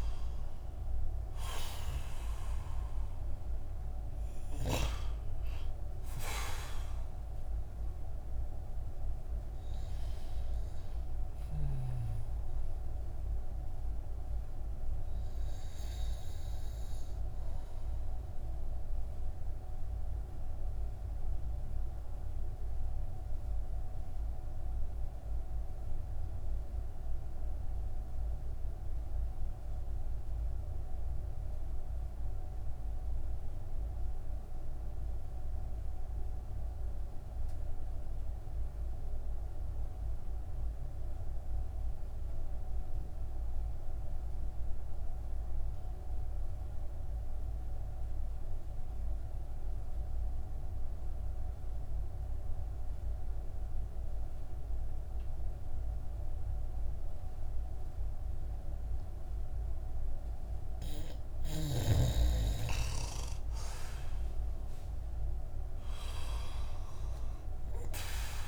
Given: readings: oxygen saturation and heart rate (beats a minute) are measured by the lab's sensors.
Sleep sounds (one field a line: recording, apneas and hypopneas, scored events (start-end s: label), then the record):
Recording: breathing in sleep by a room microphone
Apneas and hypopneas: 1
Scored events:
0.00-30.50 s: oxygen desaturation (device-marked, oxygen 89% lowest)
18.50-60.00 s: mixed apnea (oxygen 96% before, 89% lowest)
49.50-68.47 s: oxygen desaturation (device-marked, oxygen 98% before, 89% lowest)
62.50-67.00 s: arousal
From the record:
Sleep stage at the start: N2 (light sleep)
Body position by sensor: on the back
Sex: male